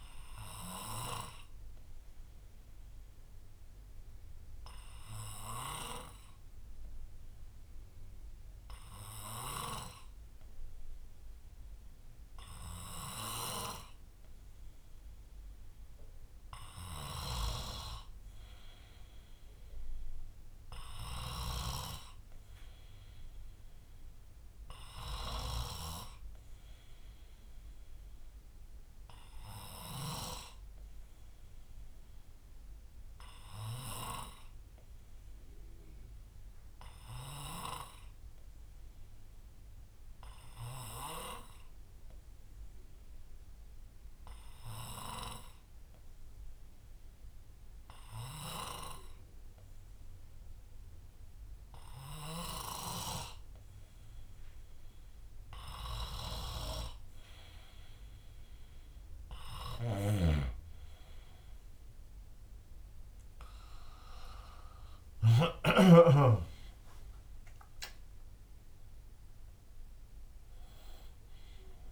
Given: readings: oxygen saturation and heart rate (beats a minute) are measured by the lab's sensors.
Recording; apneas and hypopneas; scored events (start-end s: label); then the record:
breathing in sleep by a room microphone; 2
0.50-12.50 s: obstructive apnea (oxygen 95% before, 91% lowest, heart rate 62 before, 56 extreme, up 2 after)
8.50-12.50 s: bradycardia (device-marked, heart rate 70 before, 59 extreme)
13.50-15.50 s: bradycardia (device-marked, heart rate 70 before, 59 extreme)
14.50-19.00 s: arousal
17.50-26.50 s: bradycardia (device-marked, heart rate 70 before, 56 extreme)
21.50-26.00 s: snoring (device-marked)
32.50-38.50 s: bradycardia (device-marked, heart rate 70 before, 58 extreme)
34.00-52.50 s: obstructive apnea (oxygen 96% before, 91% lowest, heart rate 59 before, 58 extreme, up 7 after)
44.50-50.50 s: bradycardia (device-marked, heart rate 70 before, 59 extreme)
57.50-71.92 s: oxygen desaturation (device-marked, oxygen 95% before, 91% lowest, heart rate 60 before, 55 extreme)
60.00-65.50 s: snoring (device-marked)
62.50-71.92 s: drop in pulse transit time (device-marked, heart rate 62 before, 65 extreme)
64.00-68.50 s: arousal
From the record:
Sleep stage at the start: N2 (light sleep); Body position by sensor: on the back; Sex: male